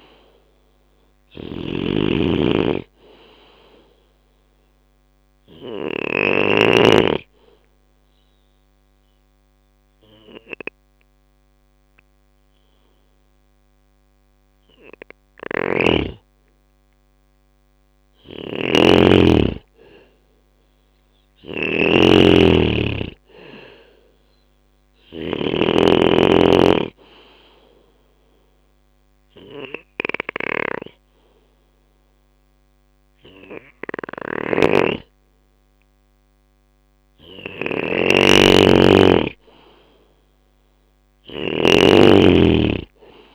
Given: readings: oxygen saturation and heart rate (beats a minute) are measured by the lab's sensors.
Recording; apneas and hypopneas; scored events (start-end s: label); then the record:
breathing in sleep by a microphone on the trachea; 2
0.00-5.50 s: snoring (device-marked)
0.00-6.00 s: drop in pulse transit time (device-marked, heart rate 67 extreme)
0.00-19.00 s: oxygen desaturation (device-marked, oxygen 89% lowest, heart rate 67 extreme)
5.00-16.50 s: obstructive apnea (oxygen 97% before, 89% lowest, heart rate 68 before, 67 extreme, up 4 after)
14.50-43.35 s: snoring (device-marked)
19.50-23.00 s: arousal
26.00-36.50 s: obstructive apnea (oxygen 97% before, 91% lowest, heart rate 68 before, 66 extreme, up 1 after)
29.00-39.00 s: oxygen desaturation (device-marked, oxygen 97% before, 92% lowest, heart rate 69 before, 66 extreme)
39.50-43.35 s: arousal
From the record:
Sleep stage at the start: N2 (light sleep); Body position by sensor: on the back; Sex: male